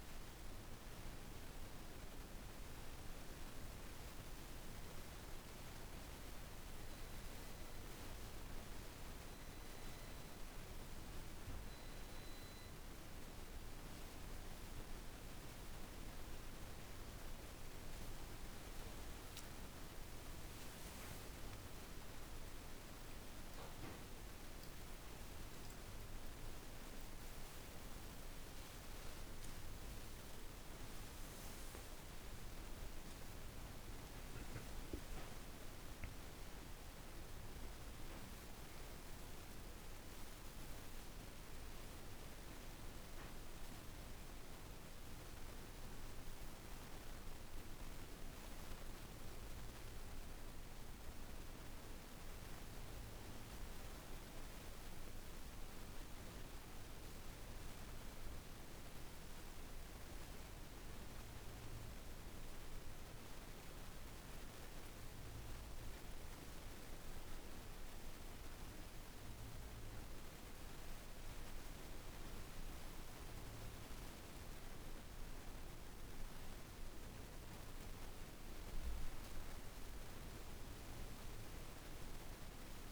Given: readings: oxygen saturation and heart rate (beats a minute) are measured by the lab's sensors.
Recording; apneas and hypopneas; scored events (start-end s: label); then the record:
breathing in sleep, hard to hear, by a room microphone; none
none scored
From the record:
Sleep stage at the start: REM sleep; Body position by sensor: on the back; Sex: female